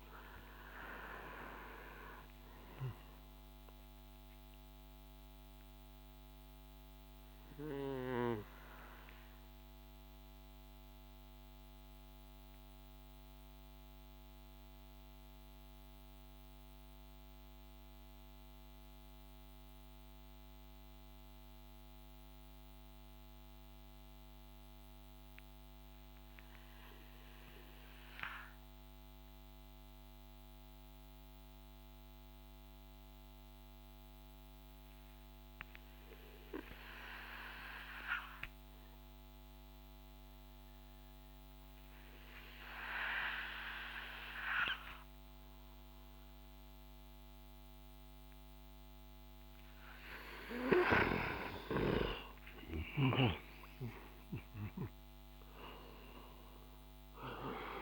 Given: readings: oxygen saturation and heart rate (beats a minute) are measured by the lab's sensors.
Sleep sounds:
breathing in sleep by a microphone on the trachea; 1
0.00-14.00 s: oxygen desaturation (device-marked, oxygen 89% lowest)
4.00-49.00 s: mixed apnea (oxygen 95% before, 89% lowest)
32.00-57.82 s: oxygen desaturation (device-marked, oxygen 98% before, 90% lowest)
50.50-55.00 s: arousal
From the record:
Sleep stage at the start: N2 (light sleep); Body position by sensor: on the back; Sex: male

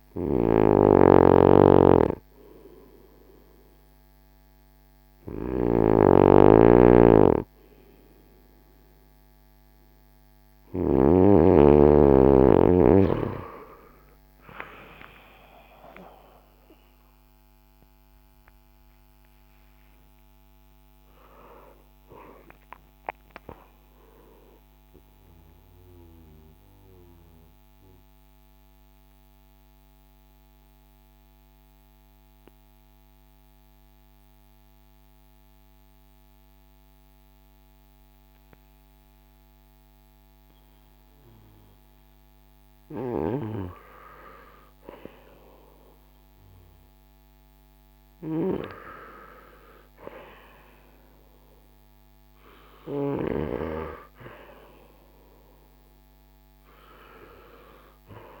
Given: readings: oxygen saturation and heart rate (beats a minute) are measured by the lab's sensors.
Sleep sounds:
breathing in sleep by a microphone on the trachea; 1
0.00-11.00 s: snoring (device-marked)
13.50-18.50 s: arousal
25.50-42.00 s: obstructive apnea (oxygen 94% before, 91% lowest, heart rate 61 before, 47 extreme, up 3 after)
49.50-54.00 s: arousal
From the record:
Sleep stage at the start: N2 (light sleep); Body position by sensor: on the front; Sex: male

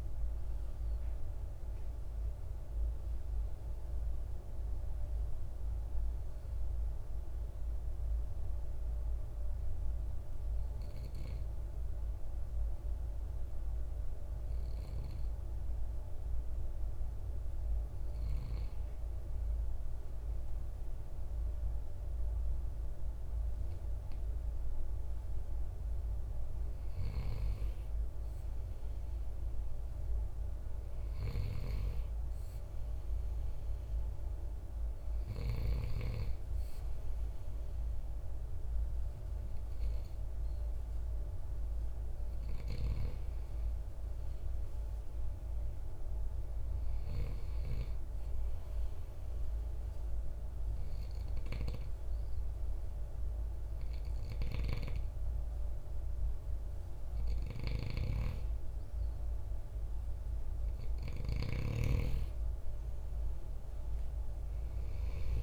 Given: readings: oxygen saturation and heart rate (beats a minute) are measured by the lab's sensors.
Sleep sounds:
breathing in sleep by a room microphone; 2
0.00-13.50 s: oxygen desaturation (device-marked, oxygen 87% lowest, heart rate 53 extreme)
1.00-16.00 s: hypopnea (oxygen 98% before, 87% lowest, heart rate 84 before, 53 extreme, up 2 after)
19.50-22.50 s: arousal
34.50-51.50 s: oxygen desaturation (device-marked, oxygen 98% before, 94% lowest, heart rate 56 before, 59 extreme)
46.50-58.50 s: hypopnea (oxygen 100% before, 91% lowest, heart rate 60 before, 52 extreme, up 3 after)
From the record:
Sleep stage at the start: N2 (light sleep); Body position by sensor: on the right side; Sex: male

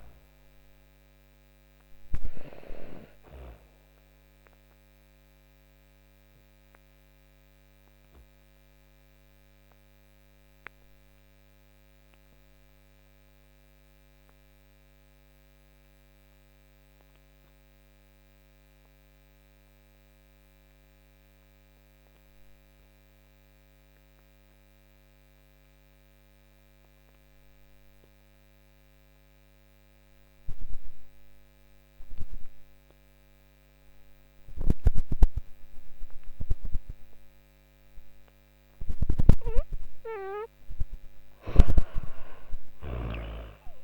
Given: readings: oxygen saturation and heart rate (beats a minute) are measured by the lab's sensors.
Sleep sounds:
breathing in sleep by a microphone on the trachea; 1
0.00-14.50 s: oxygen desaturation (device-marked, oxygen 76% lowest)
3.00-38.00 s: obstructive apnea (oxygen 98% before, 76% lowest)
29.50-43.84 s: oxygen desaturation (device-marked, oxygen 99% before, 80% lowest)
39.50-43.50 s: arousal
40.00-43.84 s: snoring (device-marked)
From the record:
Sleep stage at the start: N2 (light sleep); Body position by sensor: on the back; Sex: female

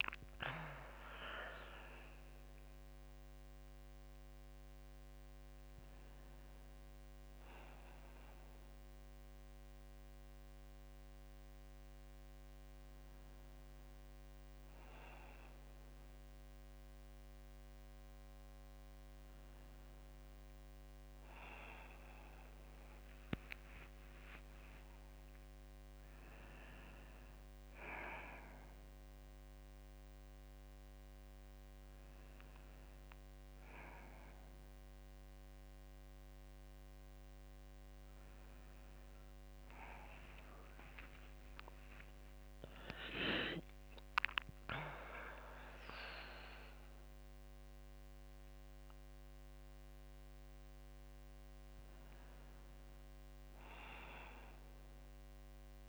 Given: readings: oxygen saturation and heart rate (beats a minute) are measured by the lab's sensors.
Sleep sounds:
a person awake in a sleep study, by a microphone on the trachea; none
23.50-25.50 s: long interval between heartbeats (device-marked, heart rate 55 before, 68 extreme)
38.00-55.89 s: new sleep stage, N1 (lightest sleep)
From the record:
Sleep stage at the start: awake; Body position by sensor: on the left side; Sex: female

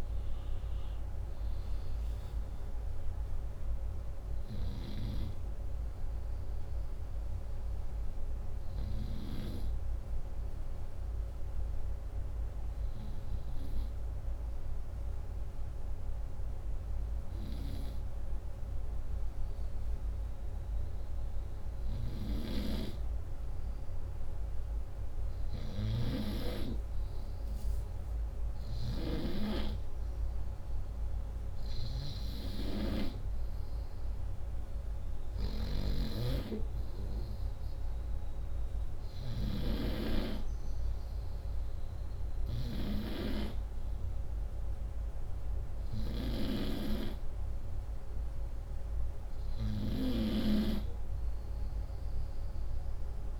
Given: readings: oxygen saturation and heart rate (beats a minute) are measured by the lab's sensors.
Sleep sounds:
breathing in sleep by a room microphone; 1
7.00-23.00 s: hypopnea (oxygen 96% before, 93% lowest, heart rate 123 before, 94 extreme)
21.50-28.50 s: snoring (device-marked)
26.50-31.50 s: arousal
34.50-42.00 s: snoring (device-marked)
49.50-53.40 s: snoring (device-marked)
From the record:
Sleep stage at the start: N2 (light sleep); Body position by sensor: upright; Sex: male

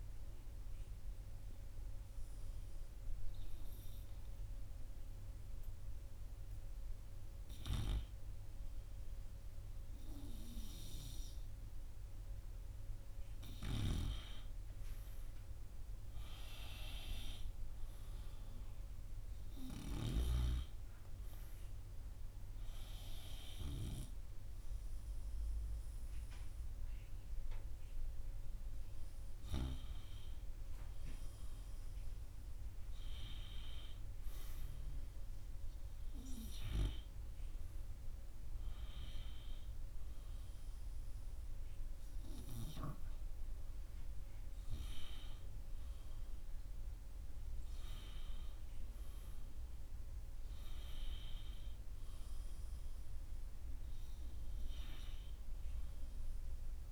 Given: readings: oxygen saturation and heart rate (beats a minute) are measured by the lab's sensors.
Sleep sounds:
breathing in sleep by a room microphone; 1
1.50-14.00 s: hypopnea (oxygen 99% before, 96% lowest, heart rate 76 before, 76 extreme, up 1 after)
15.50-19.00 s: arousal
45.00-48.50 s: arousal
From the record:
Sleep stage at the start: N2 (light sleep); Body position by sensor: on the right side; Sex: male

